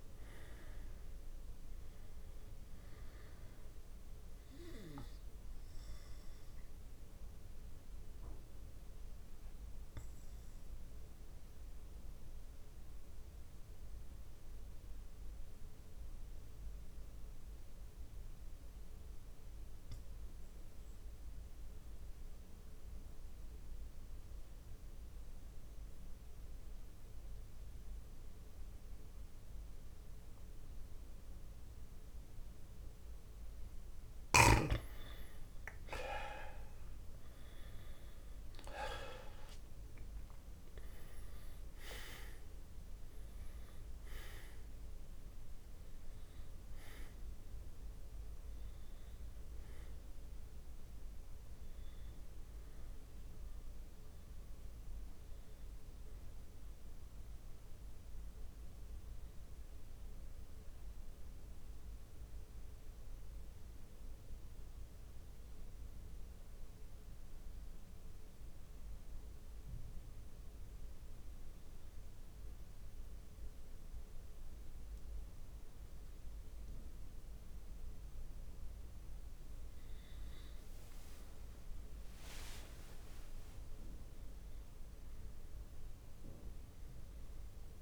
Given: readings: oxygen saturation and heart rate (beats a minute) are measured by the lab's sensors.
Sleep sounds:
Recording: breathing in sleep by a room microphone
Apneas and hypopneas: 2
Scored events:
0.00-1.00 s: arousal
6.00-33.50 s: mixed apnea (oxygen 97% before, 92% lowest)
7.50-27.50 s: oxygen desaturation (device-marked, oxygen 97% before, 92% lowest)
36.50-39.50 s: arousal
43.50-71.50 s: oxygen desaturation (device-marked, oxygen 99% before, 92% lowest)
60.00-80.00 s: obstructive apnea (oxygen 99% before, 92% lowest)
82.00-86.00 s: arousal
From the record:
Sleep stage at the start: N2 (light sleep)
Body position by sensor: on the back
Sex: male

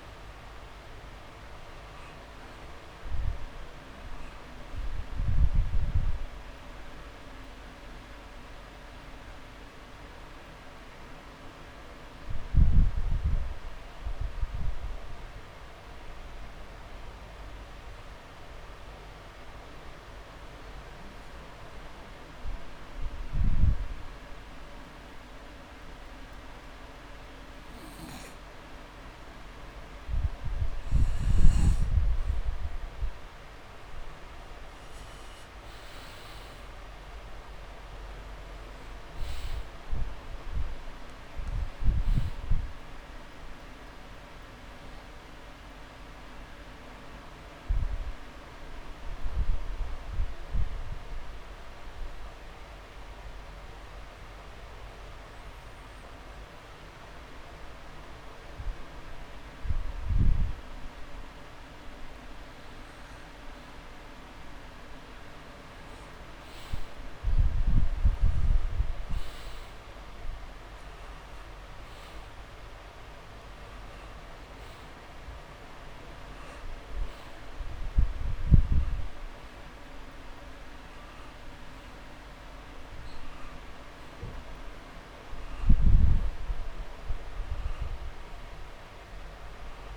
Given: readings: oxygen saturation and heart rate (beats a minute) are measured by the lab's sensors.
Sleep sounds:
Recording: breathing in sleep, hard to hear, by a room microphone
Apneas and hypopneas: 2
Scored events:
0.00-10.50 s: oxygen desaturation (device-marked, oxygen 92% lowest)
6.00-8.00 s: long interval between heartbeats (device-marked)
11.00-14.00 s: arousal
16.00-29.00 s: obstructive apnea (oxygen 98% before, 90% lowest)
32.50-36.00 s: arousal
38.50-73.50 s: oxygen desaturation (device-marked, oxygen 97% before, 90% lowest)
48.00-62.50 s: obstructive apnea (oxygen 98% before, 90% lowest)
64.50-67.50 s: drop in pulse transit time (device-marked)
66.50-70.00 s: arousal
75.50-77.50 s: long interval between heartbeats (device-marked)
83.50-89.97 s: oxygen desaturation (device-marked, oxygen 98% before, 93% lowest)
85.50-89.97 s: drop in pulse transit time (device-marked)
From the record:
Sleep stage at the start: N2 (light sleep)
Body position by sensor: on the back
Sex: male

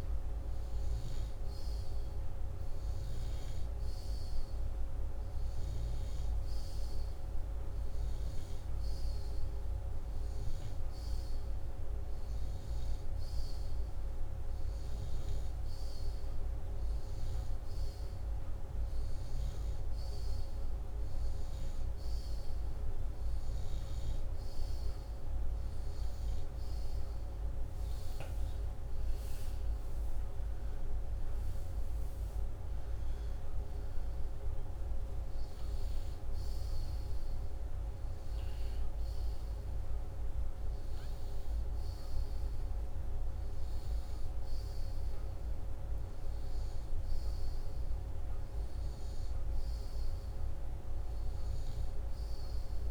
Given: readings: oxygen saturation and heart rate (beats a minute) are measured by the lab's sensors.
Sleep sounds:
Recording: breathing in sleep, hard to hear, by a room microphone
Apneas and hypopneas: none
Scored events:
none scored
From the record:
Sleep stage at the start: N2 (light sleep)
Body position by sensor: upright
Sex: male

